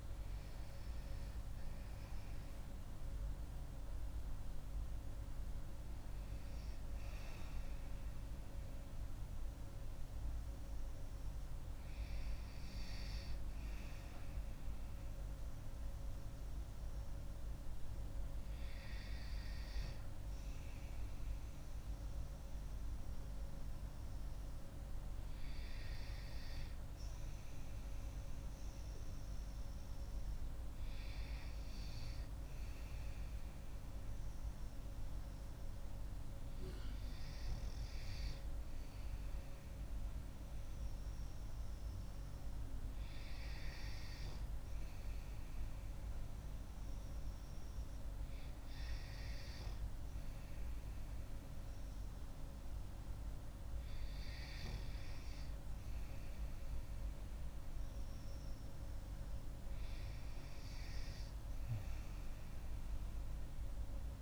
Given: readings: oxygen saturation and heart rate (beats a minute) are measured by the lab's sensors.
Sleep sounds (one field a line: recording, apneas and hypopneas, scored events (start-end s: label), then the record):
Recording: breathing in sleep, hard to hear, by a room microphone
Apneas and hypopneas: 1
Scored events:
0.00-3.50 s: arousal
14.50-28.00 s: hypopnea (oxygen 95% before, 95% lowest)
29.50-33.00 s: arousal
From the record:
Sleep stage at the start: N2 (light sleep)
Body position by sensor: on the back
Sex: female